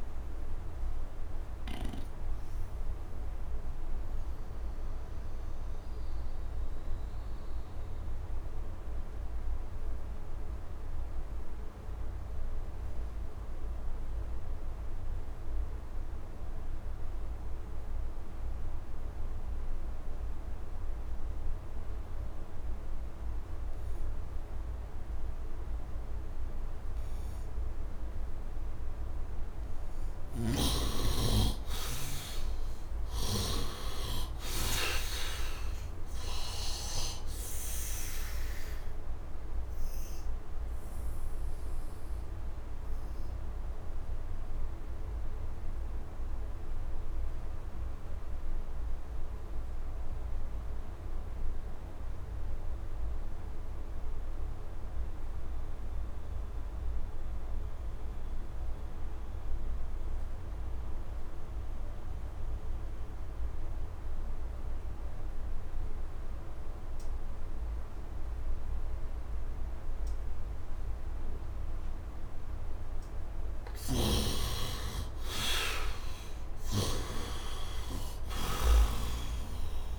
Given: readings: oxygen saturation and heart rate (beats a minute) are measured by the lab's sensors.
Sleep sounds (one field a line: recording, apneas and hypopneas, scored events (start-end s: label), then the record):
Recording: breathing in sleep by a room microphone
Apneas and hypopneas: 2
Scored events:
0.00-7.00 s: oxygen desaturation (device-marked, oxygen 68% lowest, heart rate 71 extreme)
0.50-29.00 s: obstructive apnea (oxygen 99% before, 69% lowest, heart rate 78 before, 71 extreme, up 8 after)
19.00-55.00 s: oxygen desaturation (device-marked, oxygen 100% before, 74% lowest, heart rate 74 before, 71 extreme)
30.00-33.50 s: snoring (device-marked)
31.00-35.50 s: arousal
41.50-72.00 s: obstructive apnea (oxygen 100% before, 71% lowest, heart rate 80 before, 68 extreme, up 7 after)
69.00-79.99 s: oxygen desaturation (device-marked, oxygen 98% before, 73% lowest, heart rate 76 before, 68 extreme)
73.50-77.00 s: snoring (device-marked)
74.00-78.50 s: arousal
From the record:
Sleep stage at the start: N2 (light sleep)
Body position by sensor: on the right side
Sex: male